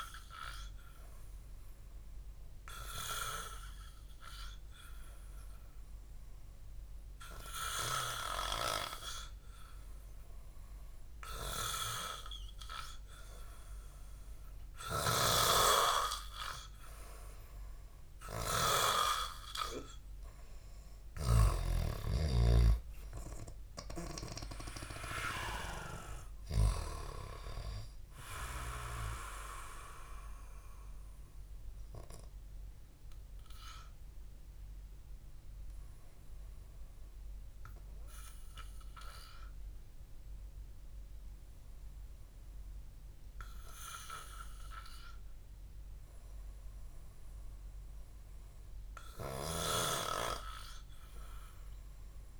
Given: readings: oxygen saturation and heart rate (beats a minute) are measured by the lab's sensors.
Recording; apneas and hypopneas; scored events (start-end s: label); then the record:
breathing in sleep by a room microphone; 1
22.50-27.00 s: arousal
30.50-48.00 s: hypopnea (oxygen 97% before, 93% lowest, heart rate 56 before, 53 extreme)
50.00-52.40 s: arousal
From the record:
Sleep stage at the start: N2 (light sleep); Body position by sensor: on the back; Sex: male